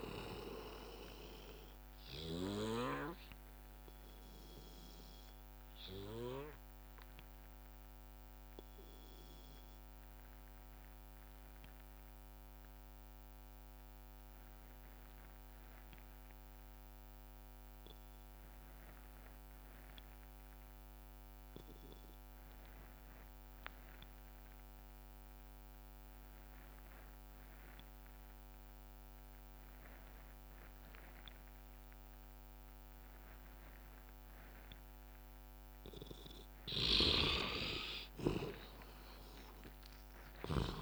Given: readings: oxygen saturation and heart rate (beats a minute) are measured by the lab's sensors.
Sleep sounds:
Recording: breathing in sleep by a microphone on the trachea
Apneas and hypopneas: 1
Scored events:
0.00-6.00 s: drop in pulse transit time (device-marked, heart rate 56 extreme)
0.00-15.00 s: oxygen desaturation (device-marked, oxygen 88% lowest, heart rate 54 extreme)
1.00-13.00 s: bradycardia (device-marked, heart rate 64 before, 54 extreme)
4.00-36.00 s: obstructive apnea (oxygen 98% before, 86% lowest, heart rate 65 before, 55 extreme, up 17 after)
26.00-40.82 s: oxygen desaturation (device-marked, oxygen 99% before, 86% lowest, heart rate 58 before, 58 extreme)
30.00-32.00 s: bradycardia (device-marked, heart rate 64 before, 61 extreme)
38.00-40.82 s: arousal
39.00-40.82 s: drop in pulse transit time (device-marked, heart rate 61 before, 64 extreme)
From the record:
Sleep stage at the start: N2 (light sleep)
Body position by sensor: on the back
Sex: male

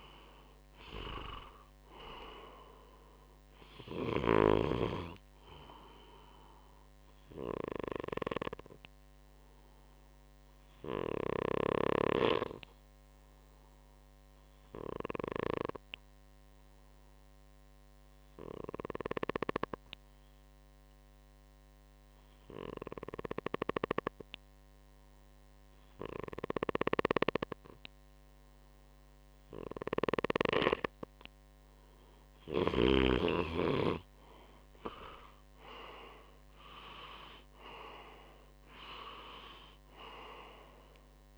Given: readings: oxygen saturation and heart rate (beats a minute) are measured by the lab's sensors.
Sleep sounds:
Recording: breathing in sleep by a microphone on the trachea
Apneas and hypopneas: 1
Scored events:
0.00-4.00 s: snoring (device-marked)
9.00-31.50 s: obstructive apnea (oxygen 98% before, 93% lowest, heart rate 62 before, 58 extreme, up 9 after)
33.00-36.50 s: arousal
35.50-41.38 s: oxygen desaturation (device-marked, oxygen 97% before, 93% lowest, heart rate 61 before, 55 extreme)
From the record:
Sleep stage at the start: N2 (light sleep)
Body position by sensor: on the right side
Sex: male

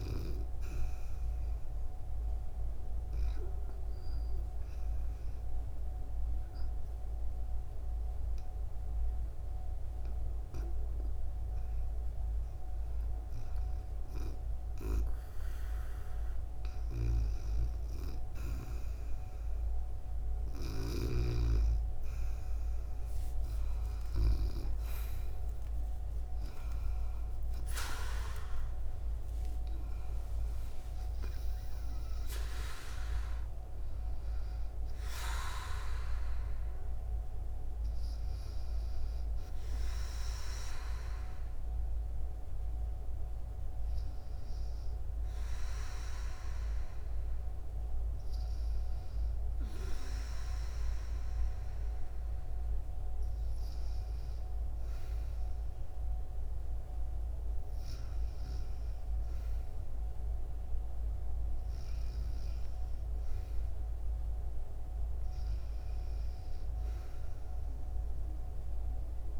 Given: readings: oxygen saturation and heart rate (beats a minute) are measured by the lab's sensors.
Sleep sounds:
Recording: breathing in sleep by a room microphone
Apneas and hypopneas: 1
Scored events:
0.50-11.50 s: obstructive apnea (oxygen 95% before, 93% lowest, heart rate 76 before, 76 extreme, up 0 after)
24.50-30.00 s: arousal
From the record:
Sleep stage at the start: REM sleep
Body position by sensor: on the back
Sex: female

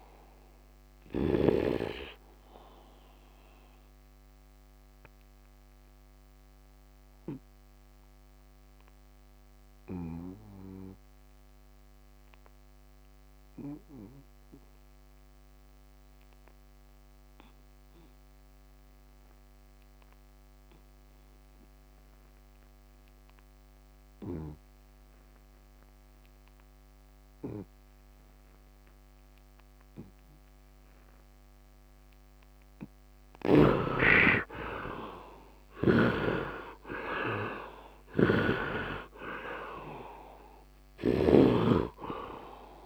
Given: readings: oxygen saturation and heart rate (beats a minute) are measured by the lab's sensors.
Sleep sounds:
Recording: breathing in sleep by a microphone on the trachea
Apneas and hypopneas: 1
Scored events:
0.00-1.00 s: snoring (device-marked)
0.00-16.50 s: oxygen desaturation (device-marked, oxygen 74% lowest, heart rate 67 extreme)
3.50-32.00 s: obstructive apnea (oxygen 97% before, 67% lowest, heart rate 85 before, 62 extreme, up 13 after)
25.50-42.86 s: oxygen desaturation (device-marked, oxygen 99% before, 67% lowest, heart rate 72 before, 62 extreme)
36.00-40.50 s: arousal
From the record:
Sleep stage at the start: N2 (light sleep)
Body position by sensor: on the right side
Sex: male

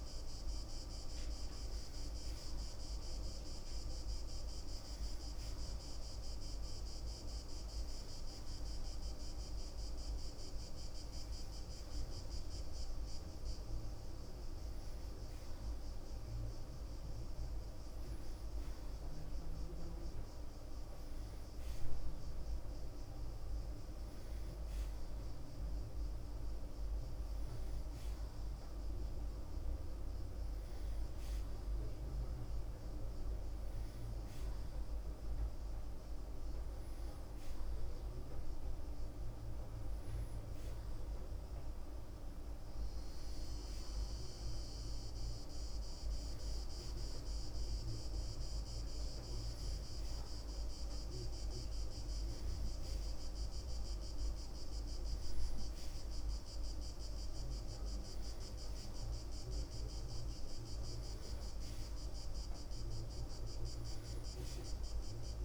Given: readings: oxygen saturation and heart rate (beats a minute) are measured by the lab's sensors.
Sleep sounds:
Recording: breathing in sleep, hard to hear, by a room microphone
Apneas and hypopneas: none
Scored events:
none scored
From the record:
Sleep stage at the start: N1 (lightest sleep)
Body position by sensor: on the right side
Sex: male

